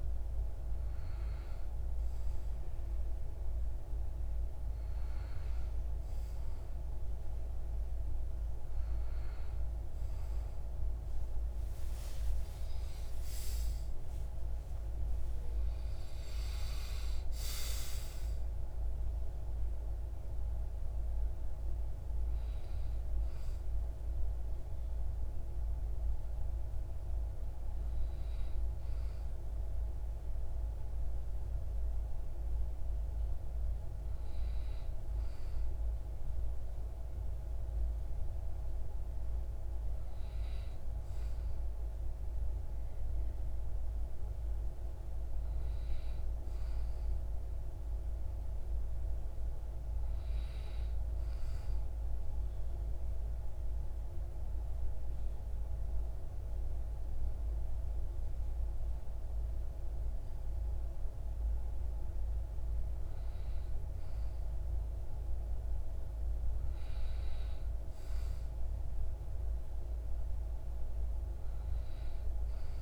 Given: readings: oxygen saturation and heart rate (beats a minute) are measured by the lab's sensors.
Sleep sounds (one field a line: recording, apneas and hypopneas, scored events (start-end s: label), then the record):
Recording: breathing in sleep, hard to hear, by a room microphone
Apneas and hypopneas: 1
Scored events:
10.50-16.00 s: arousal
50.50-62.00 s: central apnea (oxygen 97% before, 94% lowest)
64.50-69.00 s: arousal
From the record:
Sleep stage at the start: REM sleep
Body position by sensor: on the back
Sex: male